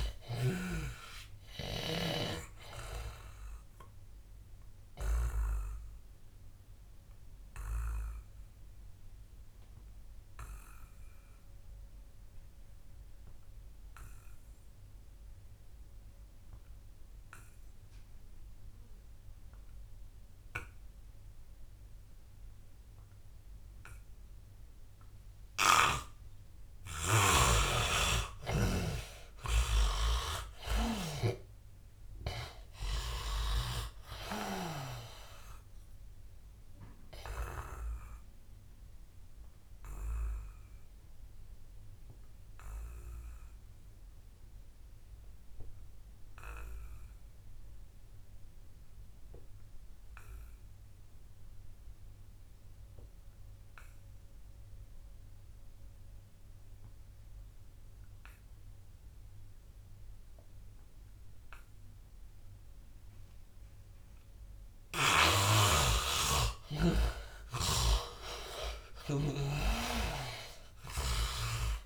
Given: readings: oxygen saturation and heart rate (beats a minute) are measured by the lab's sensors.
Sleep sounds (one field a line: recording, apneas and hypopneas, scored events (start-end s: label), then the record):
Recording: breathing in sleep by a room microphone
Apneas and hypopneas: 2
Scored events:
0.00-17.00 s: oxygen desaturation (device-marked, oxygen 77% lowest, heart rate 82 extreme)
3.00-26.00 s: obstructive apnea (oxygen 99% before, 77% lowest, heart rate 89 before, 75 extreme, up 10 after)
25.50-29.00 s: snoring (device-marked)
28.00-31.50 s: arousal
28.00-52.00 s: oxygen desaturation (device-marked, oxygen 100% before, 80% lowest, heart rate 87 before, 74 extreme)
37.00-65.00 s: obstructive apnea (oxygen 100% before, 77% lowest, heart rate 87 before, 74 extreme, up 17 after)
54.00-71.86 s: oxygen desaturation (device-marked, oxygen 99% before, 77% lowest, heart rate 85 before, 74 extreme)
67.00-70.00 s: arousal
67.50-71.86 s: snoring (device-marked)
From the record:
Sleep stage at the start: N2 (light sleep)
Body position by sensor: on the back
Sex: male